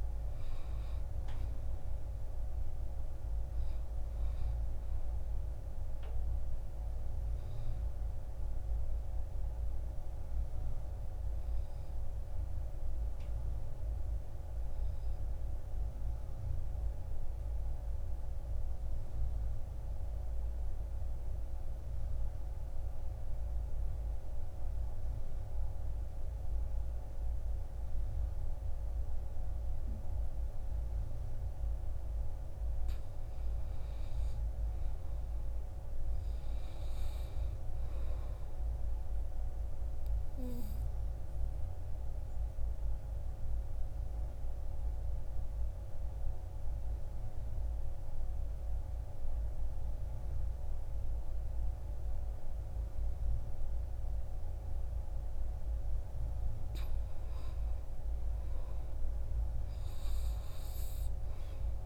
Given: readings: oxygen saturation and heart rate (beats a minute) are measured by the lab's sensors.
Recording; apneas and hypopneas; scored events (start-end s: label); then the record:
breathing in sleep, hard to hear, by a room microphone; 2
9.50-18.50 s: oxygen desaturation (device-marked, oxygen 95% before, 90% lowest, heart rate 62 before, 54 extreme)
12.50-31.00 s: obstructive apnea (oxygen 96% before, 83% lowest, heart rate 63 before, 54 extreme, up 10 after)
33.00-36.00 s: arousal
34.50-59.50 s: oxygen desaturation (device-marked, oxygen 98% before, 83% lowest, heart rate 56 before, 53 extreme)
41.50-55.00 s: obstructive apnea (oxygen 99% before, 83% lowest, heart rate 58 before, 56 extreme, up 8 after)
From the record:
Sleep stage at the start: N2 (light sleep); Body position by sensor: on the back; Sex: male